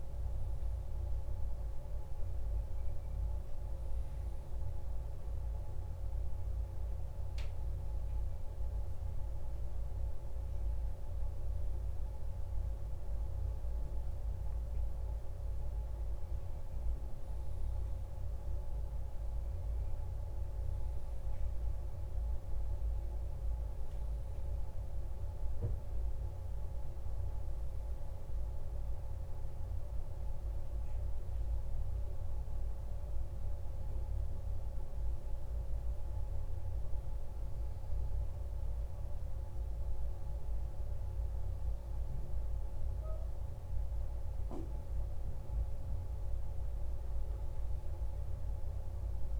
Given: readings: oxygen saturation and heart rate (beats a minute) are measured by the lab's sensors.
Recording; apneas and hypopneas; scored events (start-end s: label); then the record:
breathing in sleep, hard to hear, by a room microphone; none
none scored
From the record:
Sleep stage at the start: N1 (lightest sleep); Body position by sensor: on the back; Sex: male